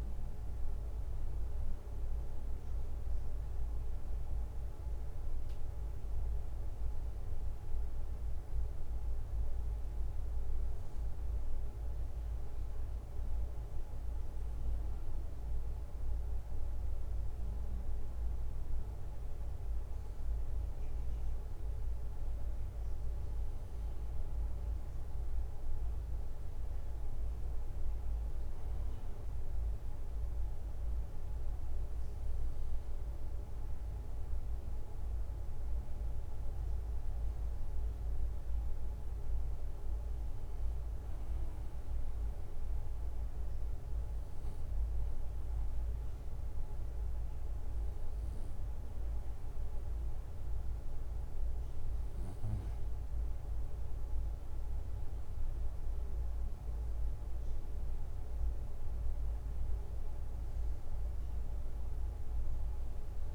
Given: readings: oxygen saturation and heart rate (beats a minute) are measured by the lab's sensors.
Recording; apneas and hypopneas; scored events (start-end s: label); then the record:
breathing in sleep, hard to hear, by a room microphone; 1
0.00-2.50 s: oxygen desaturation (device-marked, oxygen 92% lowest, heart rate 65 extreme)
36.00-39.50 s: arousal
44.00-54.50 s: obstructive apnea (oxygen 95% before, 92% lowest, heart rate 70 before, 68 extreme, up 6 after)
56.50-60.50 s: arousal
From the record:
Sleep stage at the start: N2 (light sleep); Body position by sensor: on the right side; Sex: male